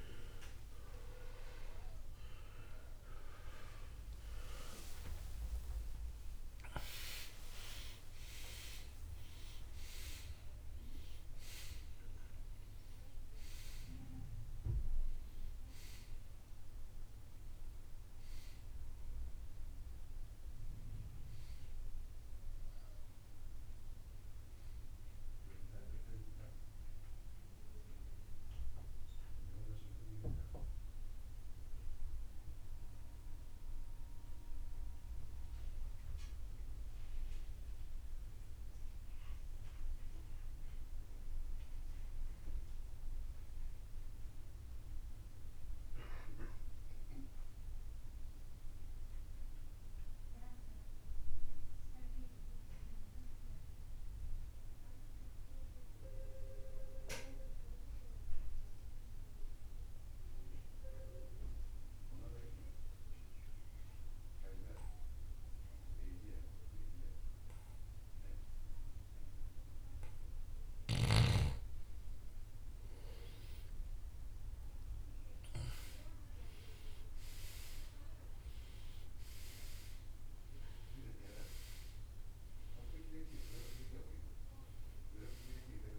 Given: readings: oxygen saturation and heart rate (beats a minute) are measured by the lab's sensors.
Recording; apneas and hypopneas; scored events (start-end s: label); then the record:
breathing in sleep by a room microphone; 1
0.00-5.00 s: arousal
0.00-10.50 s: oxygen desaturation (device-marked, oxygen 91% lowest, heart rate 49 extreme)
23.50-85.99 s: new sleep stage, N2 (light sleep)
30.50-71.00 s: mixed apnea (oxygen 93% before, 79% lowest, heart rate 84 before, 50 extreme, up 32 after)
72.50-77.50 s: arousal
79.50-85.99 s: oxygen desaturation (device-marked, oxygen 96% before, 80% lowest, heart rate 62 before, 47 extreme)
From the record:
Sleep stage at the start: N1 (lightest sleep); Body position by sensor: on the right side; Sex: male